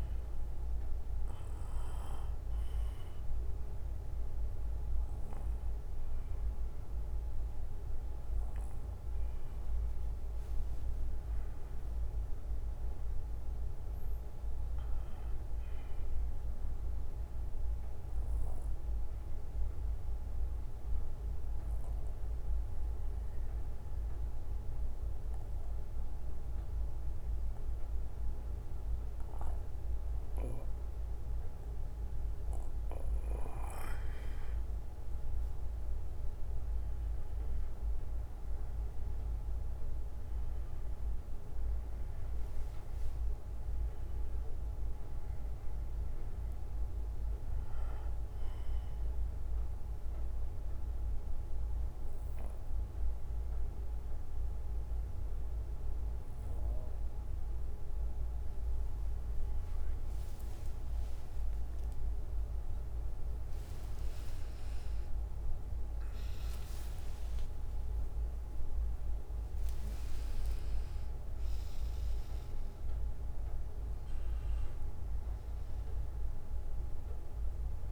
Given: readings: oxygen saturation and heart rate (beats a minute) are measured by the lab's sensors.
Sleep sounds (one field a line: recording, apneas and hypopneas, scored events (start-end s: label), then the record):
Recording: breathing in sleep, hard to hear, by a room microphone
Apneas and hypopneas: 2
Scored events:
0.00-20.50 s: oxygen desaturation (device-marked, oxygen 92% lowest, heart rate 48 extreme)
1.50-8.50 s: bradycardia (device-marked, heart rate 60 before, 57 extreme)
13.50-31.50 s: bradycardia (device-marked, heart rate 60 before, 48 extreme)
18.00-32.00 s: obstructive apnea (oxygen 97% before, 91% lowest, heart rate 60 before, 49 extreme, up 21 after)
30.50-34.00 s: snoring (device-marked)
33.00-37.00 s: arousal
42.50-62.50 s: oxygen desaturation (device-marked, oxygen 97% before, 91% lowest, heart rate 59 before, 50 extreme)
48.50-59.50 s: bradycardia (device-marked, heart rate 60 before, 50 extreme)
49.50-60.00 s: obstructive apnea (oxygen 97% before, 91% lowest, heart rate 63 before, 50 extreme, up 20 after)
61.50-67.50 s: arousal
76.50-77.92 s: bradycardia (device-marked, heart rate 60 before, 53 extreme)
From the record:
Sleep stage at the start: N2 (light sleep)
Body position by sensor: on the back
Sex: male